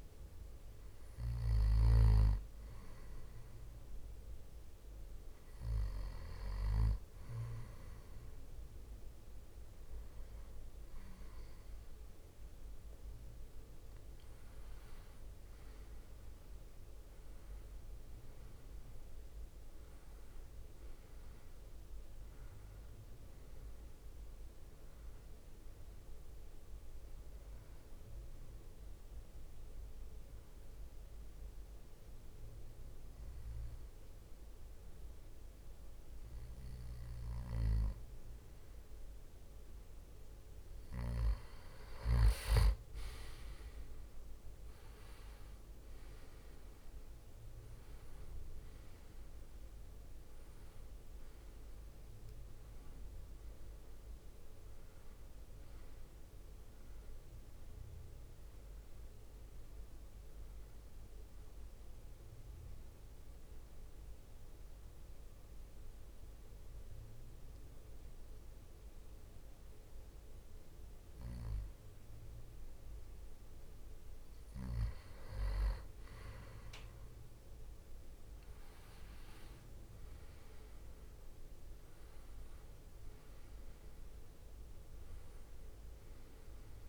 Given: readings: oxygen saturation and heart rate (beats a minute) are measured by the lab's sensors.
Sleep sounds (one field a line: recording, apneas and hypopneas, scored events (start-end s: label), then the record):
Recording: breathing in sleep by a room microphone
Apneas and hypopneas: 2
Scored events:
14.00-28.00 s: drop in pulse transit time (device-marked, heart rate 68 before, 69 extreme)
14.50-20.50 s: arousal
28.50-39.50 s: obstructive apnea (oxygen 96% before, 93% lowest, heart rate 71 before, 62 extreme, up 11 after)
44.00-57.00 s: drop in pulse transit time (device-marked, heart rate 66 before, 67 extreme)
44.00-63.00 s: oxygen desaturation (device-marked, oxygen 97% before, 93% lowest, heart rate 66 before, 66 extreme)
47.50-52.00 s: arousal
64.00-75.00 s: mixed apnea (oxygen 97% before, 93% lowest, heart rate 70 before, 60 extreme, up 5 after)
79.50-85.00 s: arousal
80.00-86.89 s: oxygen desaturation (device-marked, oxygen 97% before, 93% lowest, heart rate 69 before, 60 extreme)
From the record:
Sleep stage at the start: N2 (light sleep)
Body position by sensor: on the back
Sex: male